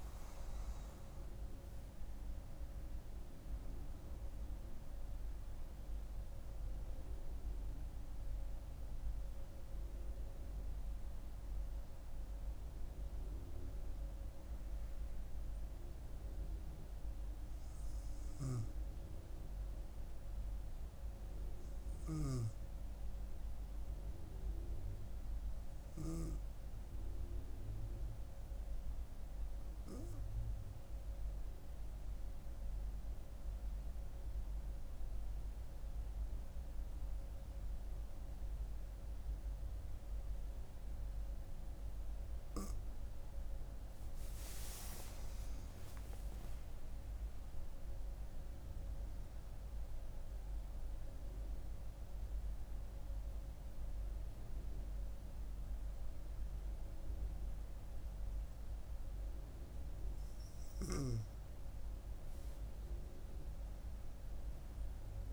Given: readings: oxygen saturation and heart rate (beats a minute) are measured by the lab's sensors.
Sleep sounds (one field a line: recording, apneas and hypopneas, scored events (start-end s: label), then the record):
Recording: breathing in sleep, hard to hear, by a room microphone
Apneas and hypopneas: 1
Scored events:
0.00-1.50 s: arousal
0.00-23.00 s: oxygen desaturation (device-marked, oxygen 92% lowest, heart rate 64 extreme)
23.50-26.50 s: arousal
30.00-42.50 s: mixed apnea (oxygen 98% before, 93% lowest, heart rate 68 before, 66 extreme, up 10 after)
43.50-47.00 s: arousal
46.00-65.33 s: oxygen desaturation (device-marked, oxygen 98% before, 94% lowest, heart rate 66 before, 63 extreme)
From the record:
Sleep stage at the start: N2 (light sleep)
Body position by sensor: on the right side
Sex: female